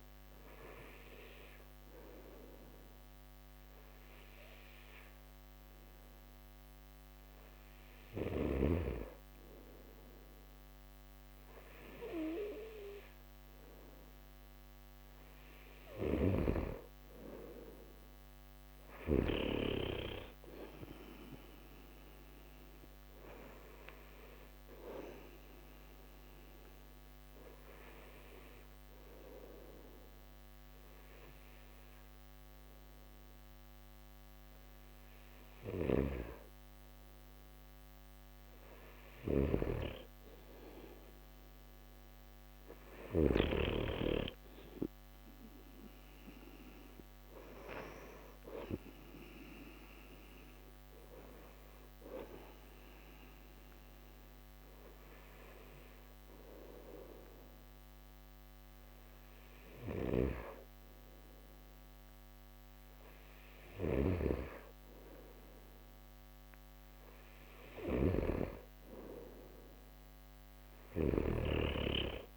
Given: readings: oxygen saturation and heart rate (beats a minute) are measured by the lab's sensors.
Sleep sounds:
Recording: breathing in sleep by a microphone on the trachea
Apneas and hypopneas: 3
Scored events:
0.50-12.50 s: hypopnea (oxygen 95% before, 92% lowest)
14.00-17.00 s: arousal
24.50-37.50 s: hypopnea (oxygen 94% before, 92% lowest)
35.50-43.50 s: snoring (device-marked)
39.50-43.50 s: arousal
48.50-61.00 s: hypopnea (oxygen 95% before, 92% lowest)
63.50-67.50 s: arousal
63.50-71.50 s: snoring (device-marked)
From the record:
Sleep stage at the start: N2 (light sleep)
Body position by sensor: on the back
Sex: male

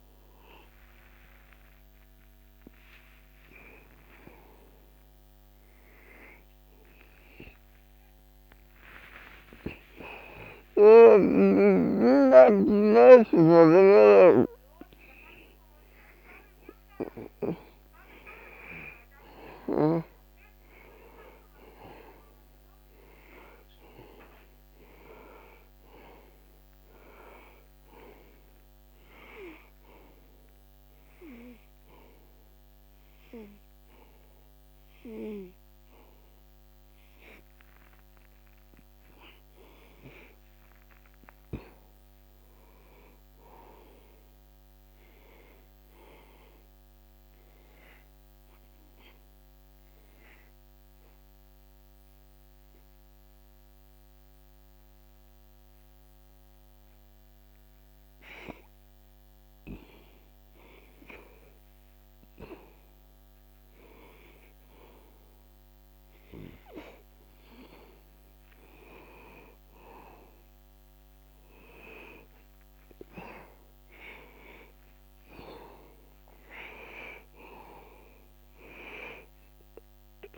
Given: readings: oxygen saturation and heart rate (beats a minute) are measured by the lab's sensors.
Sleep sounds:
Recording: breathing in sleep by a microphone on the trachea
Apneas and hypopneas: 2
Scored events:
4.00-24.00 s: oxygen desaturation (device-marked, oxygen 97% before, 92% lowest, heart rate 68 before, 62 extreme)
16.00-22.50 s: arousal
29.50-40.50 s: hypopnea (oxygen 96% before, 89% lowest, heart rate 62 before, 61 extreme, up 0 after)
41.50-45.00 s: arousal
48.00-61.00 s: obstructive apnea (oxygen 94% before, 89% lowest, heart rate 62 before, 61 extreme, up 0 after)
64.00-68.50 s: arousal
69.00-80.38 s: oxygen desaturation (device-marked, oxygen 95% before, 89% lowest, heart rate 62 before, 61 extreme)
From the record:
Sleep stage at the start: N2 (light sleep)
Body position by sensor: on the back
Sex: male

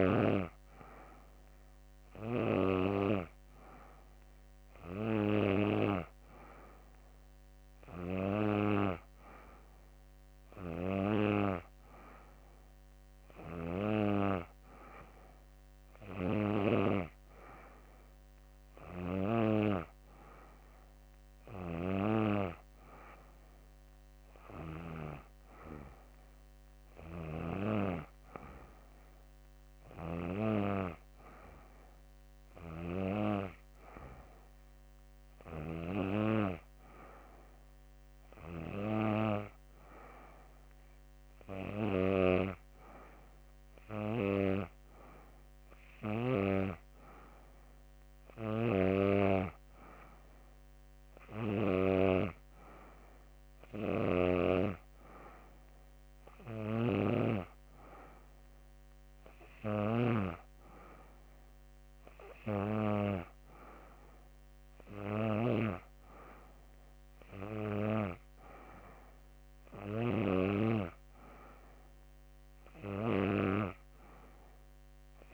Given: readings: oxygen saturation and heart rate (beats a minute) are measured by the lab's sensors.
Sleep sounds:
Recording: breathing in sleep by a microphone on the trachea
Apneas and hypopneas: none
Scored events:
none scored
From the record:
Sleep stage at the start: N3 (deep sleep)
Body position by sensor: on the back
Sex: female

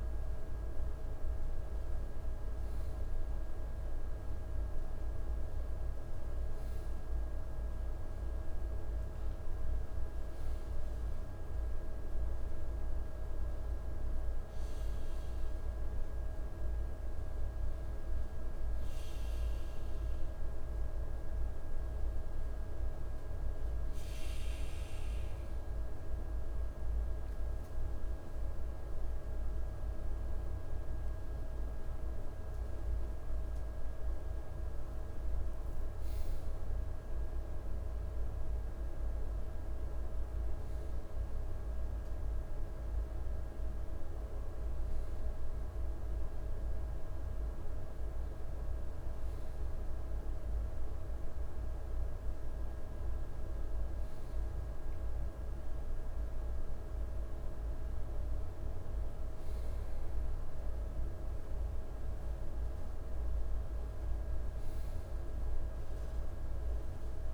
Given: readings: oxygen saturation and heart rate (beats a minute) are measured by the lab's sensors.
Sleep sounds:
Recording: breathing in sleep, hard to hear, by a room microphone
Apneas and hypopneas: none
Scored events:
30.50-34.50 s: arousal
From the record:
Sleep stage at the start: N1 (lightest sleep)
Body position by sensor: on the right side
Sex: male

